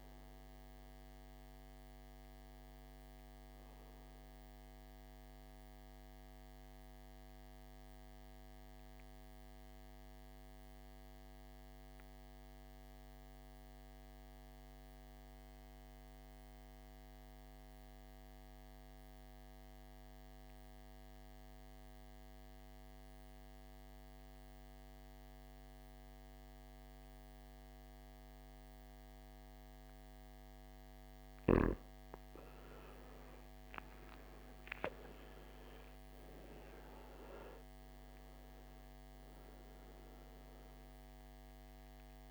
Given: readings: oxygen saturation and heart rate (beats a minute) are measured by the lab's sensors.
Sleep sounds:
breathing in sleep, hard to hear, by a microphone on the trachea; 1
0.00-14.50 s: oxygen desaturation (device-marked, oxygen 86% lowest, heart rate 54 extreme)
11.50-30.50 s: mixed apnea (oxygen 98% before, 83% lowest, heart rate 63 before, 55 extreme, up 15 after)
27.50-42.31 s: oxygen desaturation (device-marked, oxygen 98% before, 84% lowest, heart rate 56 before, 55 extreme)
32.00-36.50 s: arousal
From the record:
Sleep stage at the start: N2 (light sleep); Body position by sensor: on the back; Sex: male

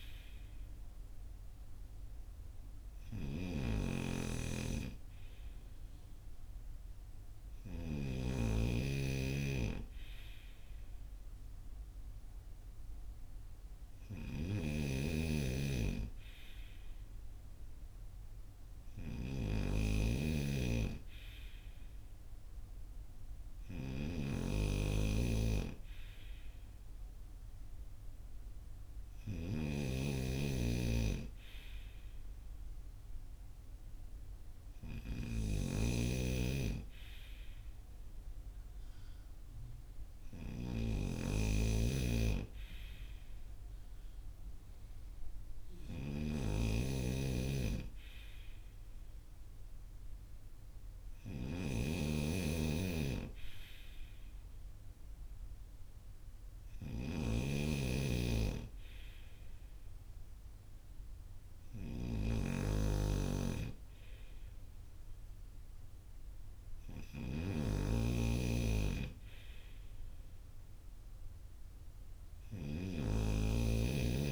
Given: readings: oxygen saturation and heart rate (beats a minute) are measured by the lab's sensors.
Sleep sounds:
breathing in sleep by a room microphone; none
0.00-8.00 s: snoring (device-marked)
14.00-74.32 s: snoring (device-marked)
From the record:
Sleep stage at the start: N2 (light sleep); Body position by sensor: on the front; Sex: male

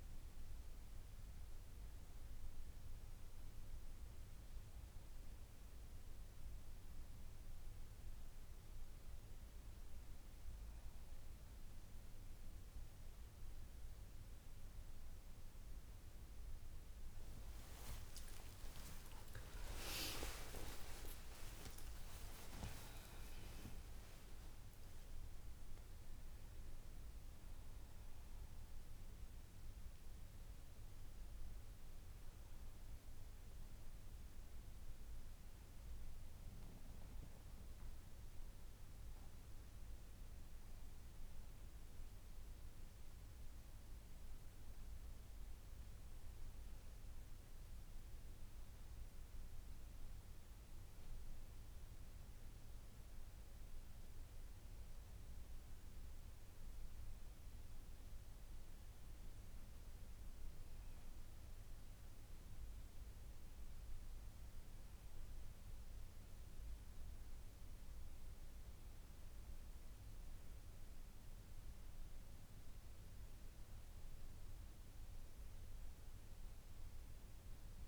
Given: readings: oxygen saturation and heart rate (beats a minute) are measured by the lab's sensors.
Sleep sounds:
breathing in sleep by a room microphone; none
17.50-22.50 s: arousal
17.50-23.50 s: tachycardia (device-marked, heart rate 67 before, 129 extreme)
18.50-20.50 s: long interval between heartbeats (device-marked, heart rate 62 before, 85 extreme)
20.50-22.50 s: long interval between heartbeats (device-marked, heart rate 65 before, 116 extreme)
From the record:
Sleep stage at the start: N1 (lightest sleep); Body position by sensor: on the back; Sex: female

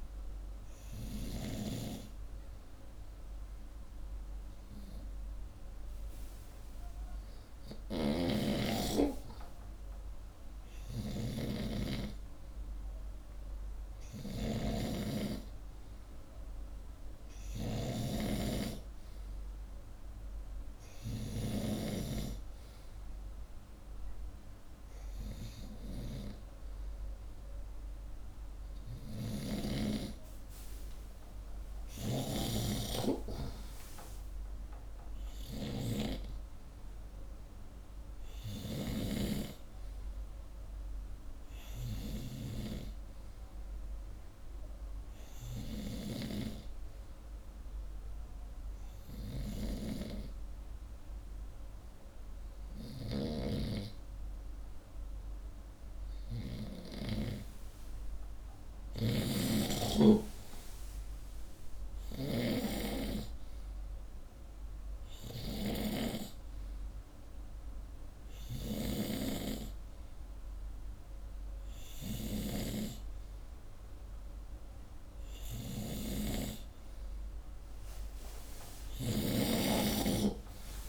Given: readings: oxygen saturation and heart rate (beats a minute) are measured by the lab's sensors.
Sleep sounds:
breathing in sleep by a room microphone; none
7.50-21.50 s: snoring (device-marked)
8.00-11.50 s: arousal
53.00-72.50 s: snoring (device-marked)
78.50-80.89 s: snoring (device-marked)
From the record:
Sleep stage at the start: N2 (light sleep); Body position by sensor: upright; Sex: male

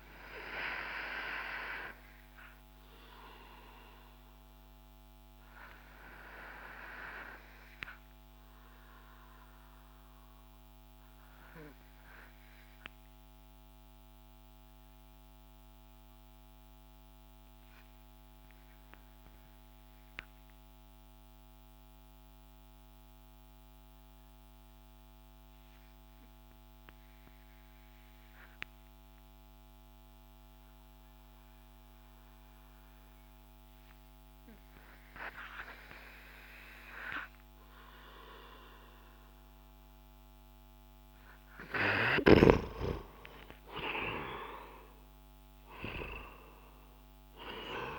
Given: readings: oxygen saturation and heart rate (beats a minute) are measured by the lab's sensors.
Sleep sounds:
breathing in sleep by a microphone on the trachea; 1
2.00-40.00 s: obstructive apnea (oxygen 98% before, 90% lowest)
13.00-29.00 s: oxygen desaturation (device-marked, oxygen 95% before, 90% lowest)
42.00-45.50 s: arousal
42.00-47.98 s: oxygen desaturation (device-marked, oxygen 98% before, 93% lowest)
From the record:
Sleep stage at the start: N2 (light sleep); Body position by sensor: on the back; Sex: male

